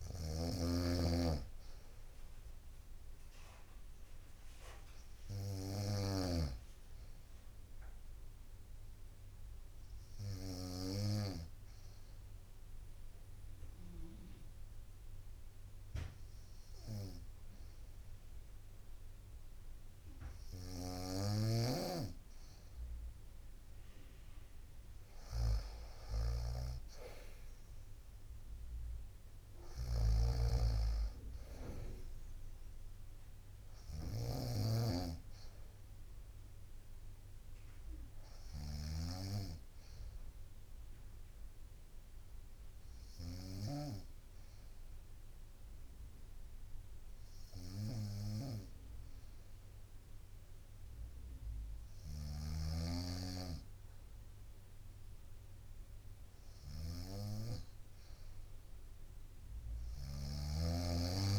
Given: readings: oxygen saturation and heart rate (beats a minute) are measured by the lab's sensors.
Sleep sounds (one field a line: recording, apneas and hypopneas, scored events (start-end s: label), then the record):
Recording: breathing in sleep by a room microphone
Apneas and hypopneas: 2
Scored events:
0.00-10.50 s: snoring (device-marked)
2.00-18.00 s: bradycardia (device-marked, heart rate 64 before, 57 extreme)
8.50-23.00 s: obstructive apnea (oxygen 96% before, 91% lowest, heart rate 64 before, 55 extreme, up 4 after)
20.00-43.50 s: snoring (device-marked)
23.00-38.00 s: drop in pulse transit time (device-marked, heart rate 59 before, 60 extreme)
25.00-29.50 s: arousal
29.00-47.00 s: oxygen desaturation (device-marked, oxygen 95% before, 91% lowest, heart rate 59 before, 55 extreme)
35.00-50.00 s: bradycardia (device-marked, heart rate 63 before, 55 extreme)
37.00-53.00 s: obstructive apnea (oxygen 95% before, 91% lowest, heart rate 61 before, 55 extreme, up 5 after)
51.50-60.00 s: snoring (device-marked)
58.00-61.39 s: drop in pulse transit time (device-marked, heart rate 58 before, 62 extreme)
From the record:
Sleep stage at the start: N2 (light sleep)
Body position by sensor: on the right side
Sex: female